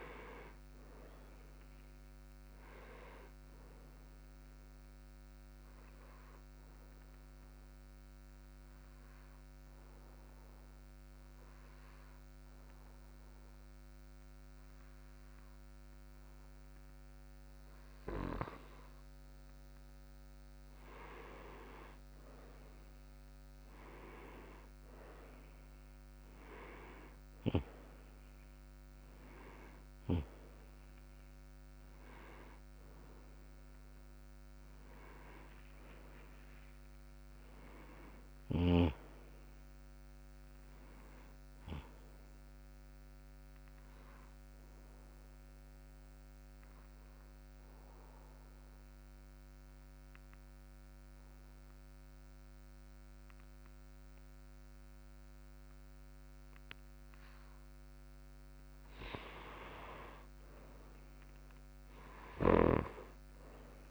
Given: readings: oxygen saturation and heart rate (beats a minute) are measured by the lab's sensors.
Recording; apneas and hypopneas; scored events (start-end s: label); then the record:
breathing in sleep by a microphone on the trachea; 2
0.00-17.00 s: oxygen desaturation (device-marked, oxygen 90% lowest)
5.50-17.50 s: obstructive apnea (oxygen 96% before, 90% lowest)
20.50-25.50 s: arousal
31.00-44.00 s: oxygen desaturation (device-marked, oxygen 96% before, 92% lowest)
45.00-58.50 s: obstructive apnea (oxygen 96% before, 91% lowest)
61.50-63.91 s: arousal
From the record:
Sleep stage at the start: N2 (light sleep); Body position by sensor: on the right side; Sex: male